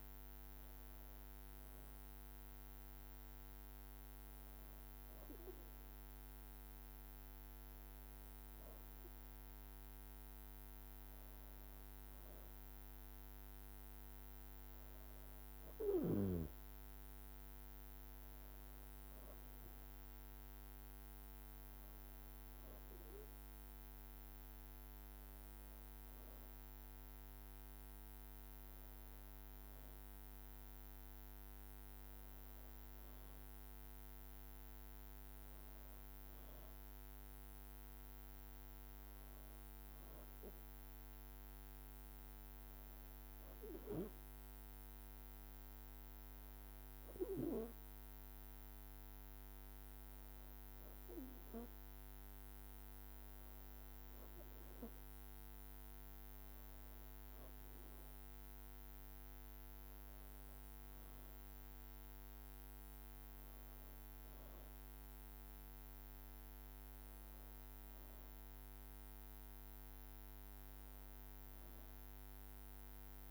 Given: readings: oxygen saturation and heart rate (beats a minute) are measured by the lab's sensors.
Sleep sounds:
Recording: breathing in sleep, hard to hear, by a microphone on the trachea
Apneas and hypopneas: none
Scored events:
none scored
From the record:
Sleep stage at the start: N2 (light sleep)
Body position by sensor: on the back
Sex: female

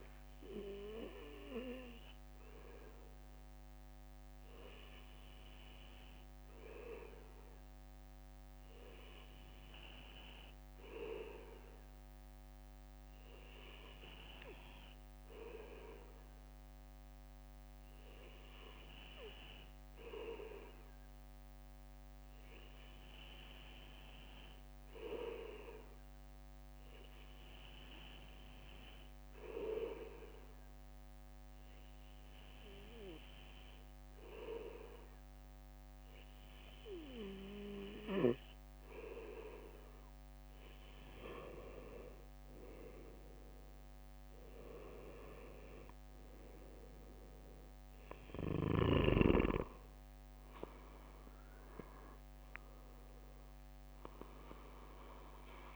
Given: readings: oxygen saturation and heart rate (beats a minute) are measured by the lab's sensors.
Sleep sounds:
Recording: breathing in sleep by a microphone on the trachea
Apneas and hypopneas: 1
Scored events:
0.00-41.00 s: bradycardia (device-marked, heart rate 57 extreme)
11.00-37.50 s: hypopnea (oxygen 98% before, 96% lowest, heart rate 59 before, 57 extreme, up 2 after)
45.00-50.00 s: bradycardia (device-marked, heart rate 59 before, 59 extreme)
From the record:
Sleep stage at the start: N2 (light sleep)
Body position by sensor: on the back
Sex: male

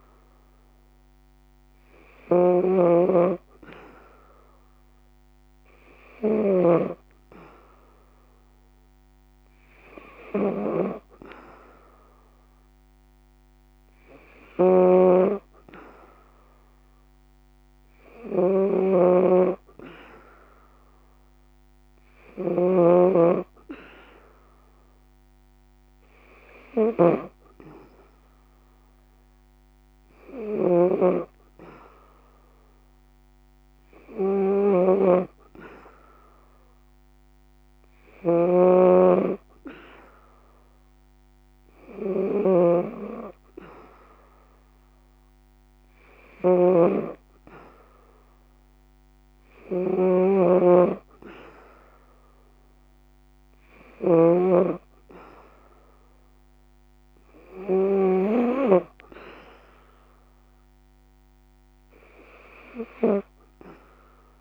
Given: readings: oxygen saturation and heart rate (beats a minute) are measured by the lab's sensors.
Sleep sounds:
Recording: breathing in sleep by a microphone on the trachea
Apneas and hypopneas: none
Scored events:
0.00-57.00 s: snoring (device-marked)
From the record:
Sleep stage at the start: N3 (deep sleep)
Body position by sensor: on the back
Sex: female

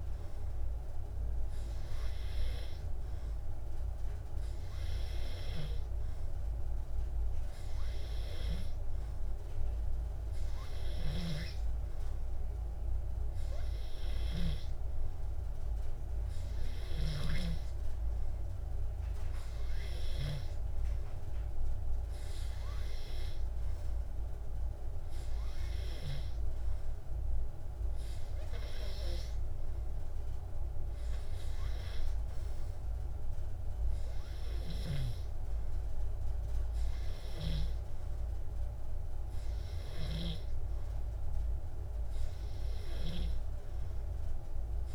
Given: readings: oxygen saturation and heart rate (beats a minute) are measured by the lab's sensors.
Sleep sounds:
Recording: breathing in sleep by a room microphone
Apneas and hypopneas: none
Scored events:
none scored
From the record:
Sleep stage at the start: N2 (light sleep)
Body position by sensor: on the back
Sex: male

